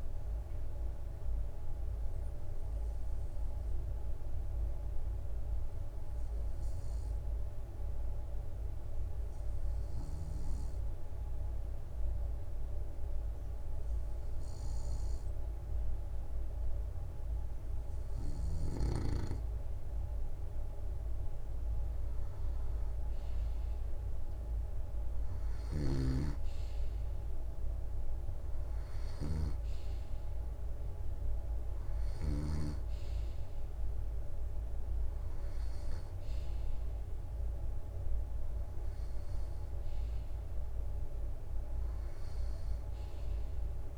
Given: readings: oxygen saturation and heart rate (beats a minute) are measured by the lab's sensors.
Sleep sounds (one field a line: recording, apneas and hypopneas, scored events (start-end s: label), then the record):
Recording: breathing in sleep, hard to hear, by a room microphone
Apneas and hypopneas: 1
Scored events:
1.00-18.00 s: hypopnea (oxygen 95% before, 92% lowest, heart rate 66 before, 64 extreme, up 2 after)
20.50-33.50 s: drop in pulse transit time (device-marked, heart rate 66 before, 65 extreme)
22.50-25.50 s: arousal
25.00-32.00 s: snoring (device-marked)
28.50-43.98 s: new sleep stage, N2 (light sleep)
From the record:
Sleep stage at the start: N3 (deep sleep)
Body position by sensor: on the right side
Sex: male